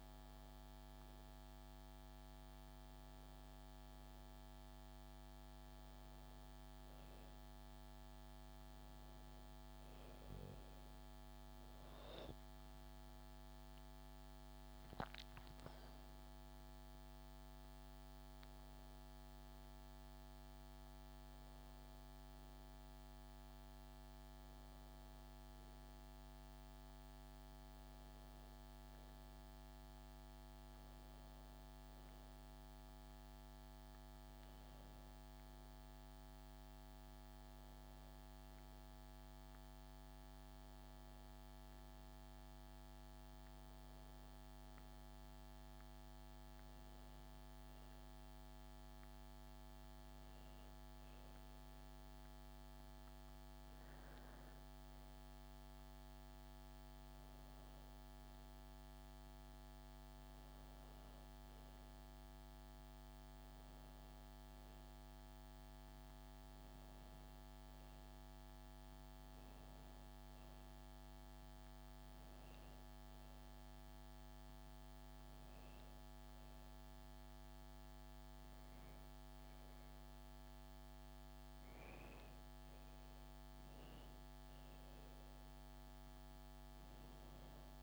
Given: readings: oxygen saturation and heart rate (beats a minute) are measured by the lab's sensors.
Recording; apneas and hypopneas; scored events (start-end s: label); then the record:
breathing in sleep, hard to hear, by a microphone on the trachea; none
27.50-87.83 s: new sleep stage, N2 (light sleep)
From the record:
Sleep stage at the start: N1 (lightest sleep); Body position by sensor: on the back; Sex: female